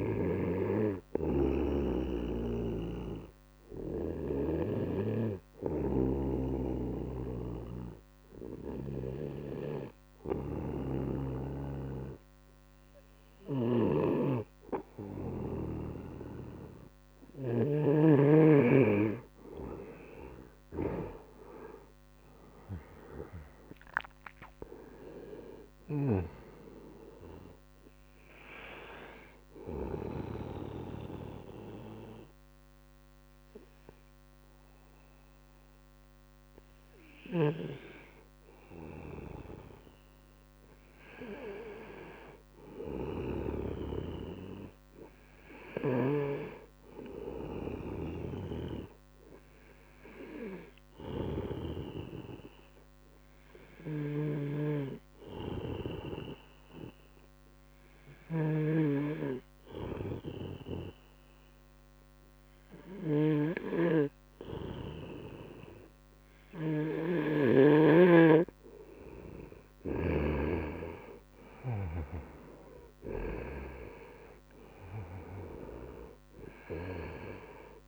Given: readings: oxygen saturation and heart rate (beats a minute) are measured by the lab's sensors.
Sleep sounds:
breathing in sleep by a microphone on the trachea; 3
3.00-16.00 s: obstructive apnea (oxygen 96% before, 92% lowest, heart rate 80 before, 78 extreme, up 1 after)
5.00-18.00 s: oxygen desaturation (device-marked, oxygen 96% before, 92% lowest, heart rate 80 before, 78 extreme)
13.00-17.50 s: snoring (device-marked)
19.50-23.00 s: arousal
28.50-39.00 s: obstructive apnea (oxygen 96% before, 91% lowest, heart rate 80 before, 77 extreme, up 1 after)
30.00-49.00 s: oxygen desaturation (device-marked, oxygen 96% before, 92% lowest, heart rate 80 before, 76 extreme)
41.50-45.00 s: arousal
50.00-66.50 s: obstructive apnea (oxygen 96% before, 91% lowest, heart rate 79 before, 76 extreme, up 3 after)
51.00-62.00 s: oxygen desaturation (device-marked, oxygen 97% before, 93% lowest, heart rate 79 before, 76 extreme)
57.50-70.00 s: snoring (device-marked)
70.00-73.50 s: arousal
74.00-77.88 s: oxygen desaturation (device-marked, oxygen 95% before, 91% lowest, heart rate 78 before, 74 extreme)
From the record:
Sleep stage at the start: N2 (light sleep); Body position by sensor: on the right side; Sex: male

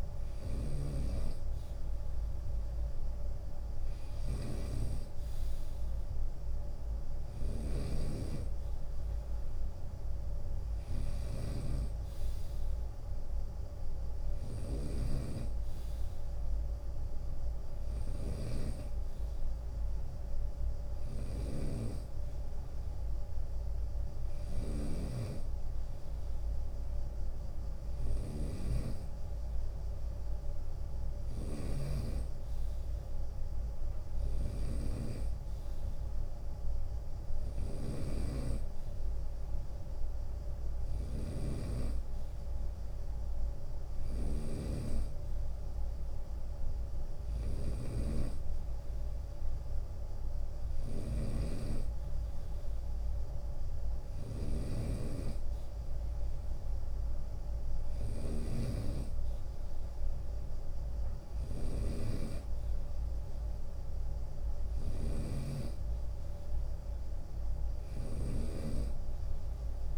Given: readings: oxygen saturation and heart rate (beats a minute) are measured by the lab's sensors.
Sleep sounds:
breathing in sleep by a room microphone; none
0.00-69.98 s: snoring (device-marked)
13.50-15.50 s: long interval between heartbeats (device-marked, heart rate 76 before, 71 extreme)
33.50-35.50 s: long interval between heartbeats (device-marked, heart rate 73 before, 73 extreme)
35.00-45.00 s: drop in pulse transit time (device-marked, heart rate 74 before, 71 extreme)
36.00-38.00 s: long interval between heartbeats (device-marked, heart rate 74 before, 83 extreme)
47.50-49.50 s: long interval between heartbeats (device-marked, heart rate 75 before, 78 extreme)
61.50-63.50 s: long interval between heartbeats (device-marked, heart rate 77 before, 78 extreme)
From the record:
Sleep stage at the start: N2 (light sleep); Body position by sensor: on the right side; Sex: male

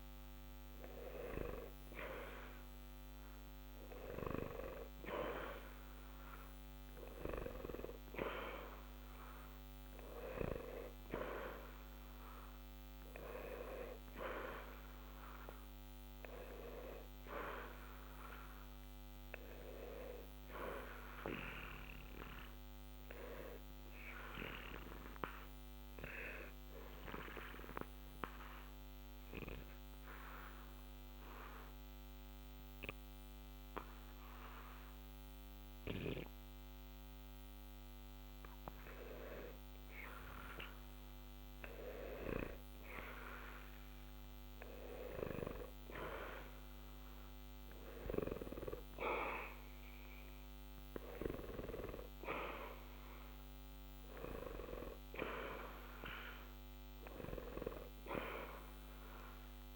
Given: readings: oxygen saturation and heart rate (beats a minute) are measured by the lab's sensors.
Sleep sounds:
breathing in sleep by a microphone on the trachea; 1
14.50-26.50 s: oxygen desaturation (device-marked, oxygen 93% before, 90% lowest, heart rate 60 before, 60 extreme)
23.50-39.50 s: obstructive apnea (oxygen 94% before, 90% lowest, heart rate 60 before, 60 extreme, up 2 after)
41.00-44.50 s: arousal
51.50-59.50 s: oxygen desaturation (device-marked, oxygen 93% before, 90% lowest, heart rate 60 before, 60 extreme)
From the record:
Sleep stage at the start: N2 (light sleep); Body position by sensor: on the back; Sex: male

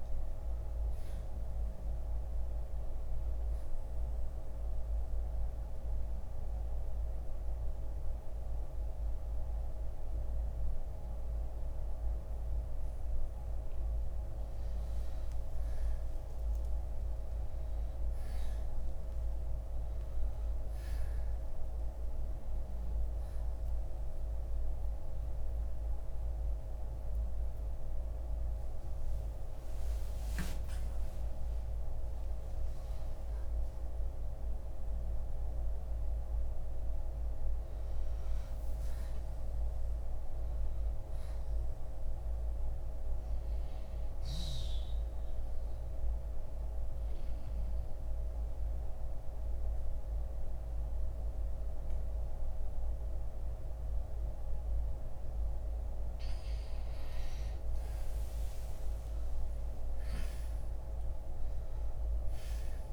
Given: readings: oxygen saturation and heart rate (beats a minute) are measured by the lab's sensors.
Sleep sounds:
breathing in sleep, hard to hear, by a room microphone; 1
12.50-24.50 s: oxygen desaturation (device-marked, oxygen 91% before, 86% lowest, heart rate 67 before, 60 extreme)
31.00-34.50 s: arousal
34.50-45.50 s: oxygen desaturation (device-marked, oxygen 94% before, 88% lowest, heart rate 65 before, 60 extreme)
45.00-55.50 s: central apnea (oxygen 94% before, 86% lowest, heart rate 64 before, 60 extreme, up 2 after)
47.50-62.93 s: oxygen desaturation (device-marked, oxygen 94% before, 88% lowest, heart rate 64 before, 58 extreme)
60.00-62.93 s: arousal
From the record:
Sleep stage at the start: N2 (light sleep); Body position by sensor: on the back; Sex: male

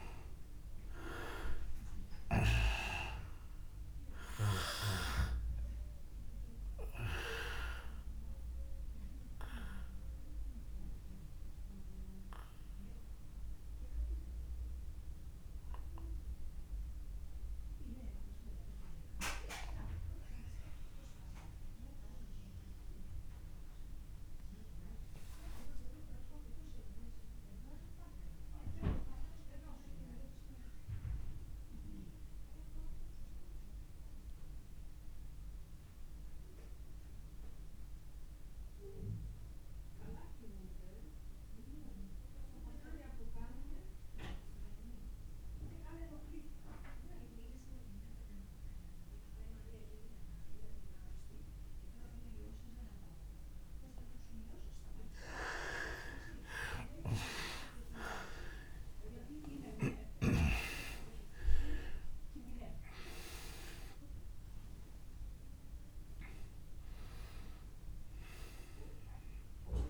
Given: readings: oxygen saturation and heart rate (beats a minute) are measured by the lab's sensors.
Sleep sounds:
breathing in sleep by a room microphone; 1
7.00-32.00 s: oxygen desaturation (device-marked, oxygen 98% before, 92% lowest)
8.00-54.50 s: obstructive apnea (oxygen 99% before, 86% lowest)
40.00-69.90 s: new sleep stage, REM sleep
49.00-69.90 s: oxygen desaturation (device-marked, oxygen 99% before, 86% lowest)
58.00-62.50 s: arousal
From the record:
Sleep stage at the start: N2 (light sleep); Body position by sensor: on the back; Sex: male

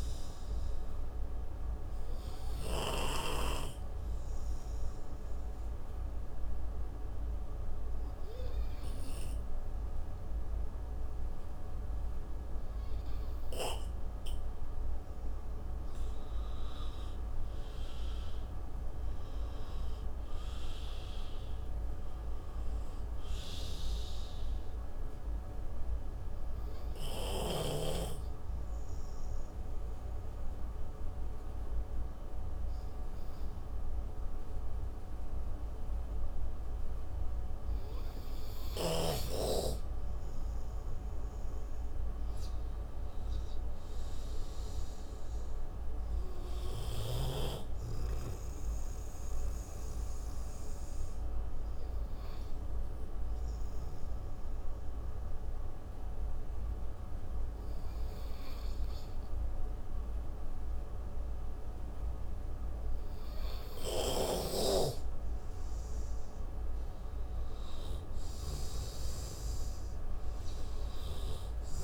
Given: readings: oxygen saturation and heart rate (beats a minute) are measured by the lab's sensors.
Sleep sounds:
breathing in sleep by a room microphone; 3
0.50-15.50 s: mixed apnea (oxygen 97% before, 88% lowest)
19.50-22.50 s: arousal
22.00-35.00 s: oxygen desaturation (device-marked, oxygen 95% before, 88% lowest)
26.50-40.00 s: central apnea (oxygen 95% before, 88% lowest)
42.00-45.00 s: arousal
49.00-66.00 s: mixed apnea (oxygen 97% before, 89% lowest)
51.00-64.00 s: oxygen desaturation (device-marked, oxygen 96% before, 91% lowest)
66.00-71.84 s: oxygen desaturation (device-marked, oxygen 97% before, 89% lowest)
67.50-71.00 s: arousal
From the record:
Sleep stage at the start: N2 (light sleep); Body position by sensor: on the right side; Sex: male

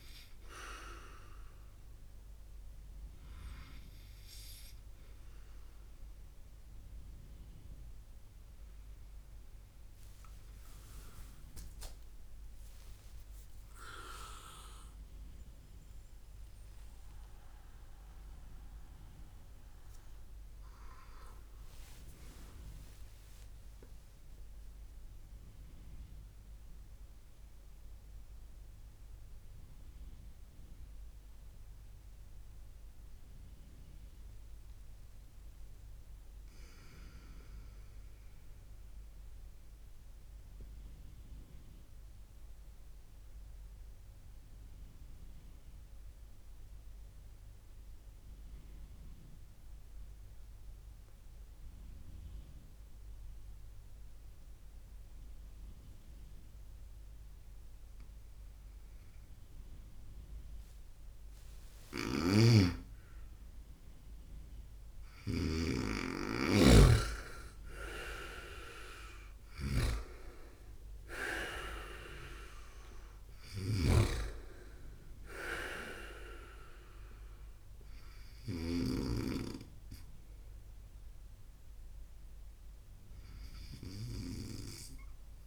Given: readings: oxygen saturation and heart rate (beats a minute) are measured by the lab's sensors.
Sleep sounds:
breathing in sleep by a room microphone; 1
12.00-16.50 s: arousal
25.50-59.50 s: mixed apnea (oxygen 100% before, 98% lowest, heart rate 66 before, 58 extreme, up 10 after)
61.50-84.00 s: snoring (device-marked)
63.00-68.50 s: arousal
From the record:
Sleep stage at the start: N2 (light sleep); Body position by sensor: on the right side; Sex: male

